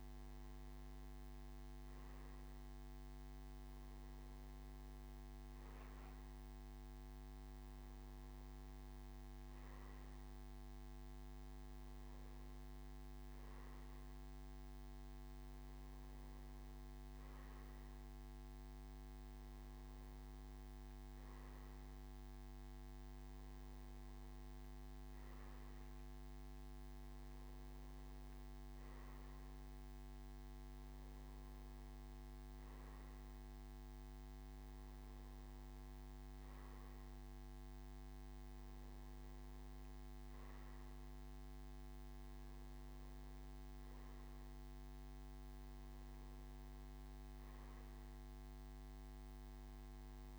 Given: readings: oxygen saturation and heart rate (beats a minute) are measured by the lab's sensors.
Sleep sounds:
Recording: breathing in sleep, hard to hear, by a microphone on the trachea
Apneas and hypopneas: none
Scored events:
none scored
From the record:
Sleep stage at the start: N3 (deep sleep)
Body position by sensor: on the back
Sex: male

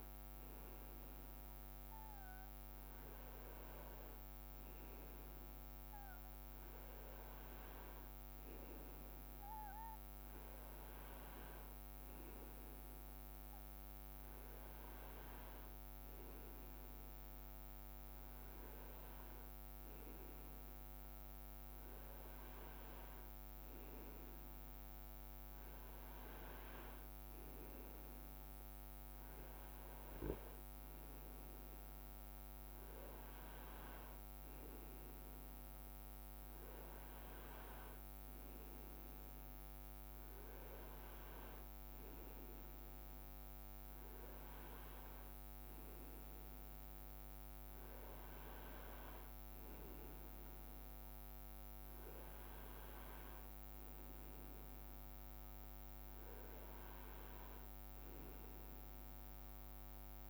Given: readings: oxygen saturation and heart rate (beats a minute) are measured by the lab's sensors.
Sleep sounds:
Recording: breathing in sleep, hard to hear, by a microphone on the trachea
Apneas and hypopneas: none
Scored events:
none scored
From the record:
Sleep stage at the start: N2 (light sleep)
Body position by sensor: on the right side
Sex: male

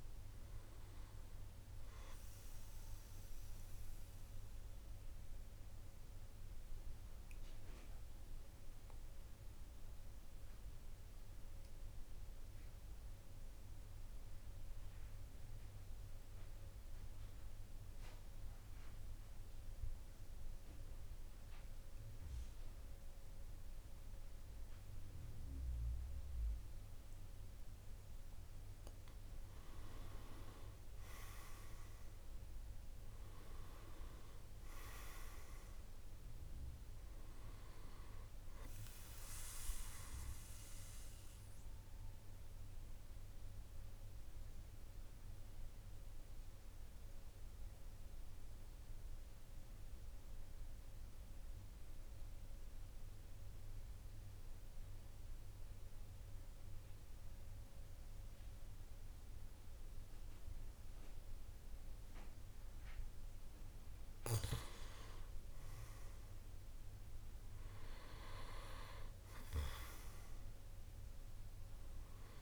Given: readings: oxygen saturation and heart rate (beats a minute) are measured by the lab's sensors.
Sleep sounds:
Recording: breathing in sleep by a room microphone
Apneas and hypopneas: 2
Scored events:
0.00-14.00 s: oxygen desaturation (device-marked, oxygen 88% lowest, heart rate 45 extreme)
3.00-27.00 s: mixed apnea (oxygen 99% before, 88% lowest, heart rate 55 before, 45 extreme, up 7 after)
28.00-53.00 s: oxygen desaturation (device-marked, oxygen 100% before, 91% lowest, heart rate 48 before, 46 extreme)
29.00-33.00 s: arousal
41.50-62.50 s: obstructive apnea (oxygen 100% before, 91% lowest, heart rate 53 before, 46 extreme, up 7 after)
64.50-68.50 s: arousal
65.00-72.42 s: oxygen desaturation (device-marked, oxygen 99% before, 93% lowest, heart rate 48 before, 46 extreme)
From the record:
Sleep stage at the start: N2 (light sleep)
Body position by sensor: on the back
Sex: male

